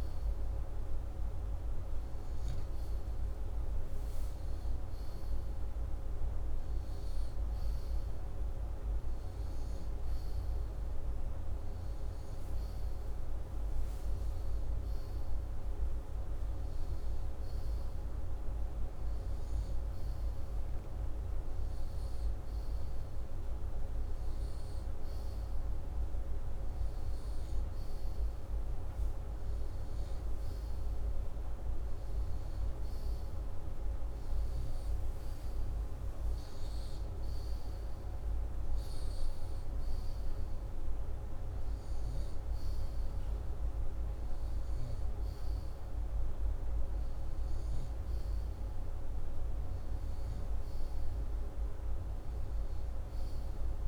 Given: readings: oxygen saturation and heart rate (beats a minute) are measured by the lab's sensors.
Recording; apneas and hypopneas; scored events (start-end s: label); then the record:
breathing in sleep, hard to hear, by a room microphone; none
none scored
From the record:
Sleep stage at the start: N2 (light sleep); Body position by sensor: upright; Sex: male